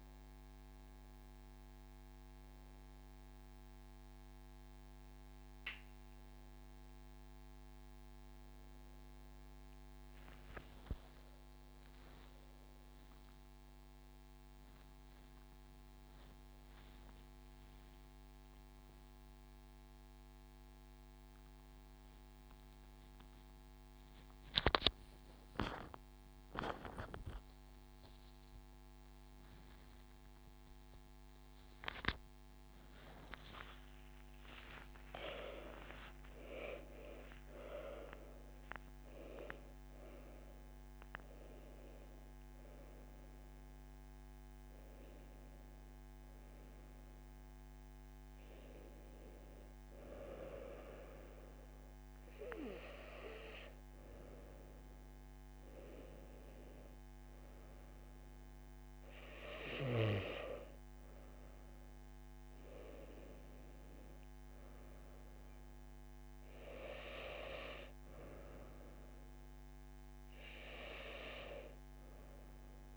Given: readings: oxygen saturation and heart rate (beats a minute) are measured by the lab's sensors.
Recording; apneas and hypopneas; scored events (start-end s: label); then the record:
a person awake in a sleep study, by a microphone on the trachea; none
6.50-8.50 s: long interval between heartbeats (device-marked)
12.50-14.50 s: long interval between heartbeats (device-marked)
18.00-20.00 s: long interval between heartbeats (device-marked)
25.00-27.00 s: long interval between heartbeats (device-marked)
34.50-36.50 s: long interval between heartbeats (device-marked)
54.00-72.97 s: new sleep stage, N1 (lightest sleep)
From the record:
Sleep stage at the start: awake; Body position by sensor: on the right side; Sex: female